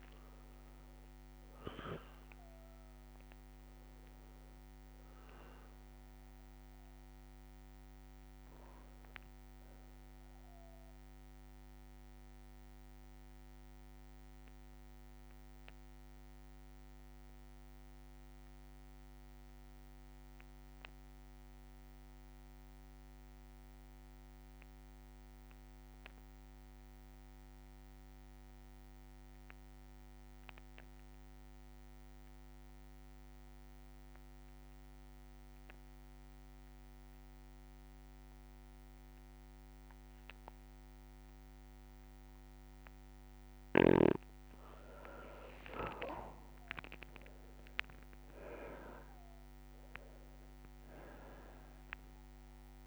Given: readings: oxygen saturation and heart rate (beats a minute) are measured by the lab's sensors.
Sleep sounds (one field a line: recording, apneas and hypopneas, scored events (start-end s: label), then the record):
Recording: breathing in sleep by a microphone on the trachea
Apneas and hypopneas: 1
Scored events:
0.00-1.00 s: arousal
0.00-22.00 s: oxygen desaturation (device-marked, oxygen 90% lowest, heart rate 58 extreme)
10.00-26.00 s: bradycardia (device-marked, heart rate 67 before, 58 extreme)
12.50-41.50 s: obstructive apnea (oxygen 99% before, 89% lowest, heart rate 72 before, 56 extreme, up 20 after)
36.00-52.87 s: oxygen desaturation (device-marked, oxygen 99% before, 89% lowest, heart rate 59 before, 56 extreme)
42.50-44.50 s: long interval between heartbeats (device-marked, heart rate 60 before, 79 extreme)
45.00-51.00 s: arousal
47.00-52.87 s: bradycardia (device-marked, heart rate 67 before, 56 extreme)
48.00-50.00 s: long interval between heartbeats (device-marked, heart rate 67 before, 79 extreme)
From the record:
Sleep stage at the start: N2 (light sleep)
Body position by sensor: on the back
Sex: male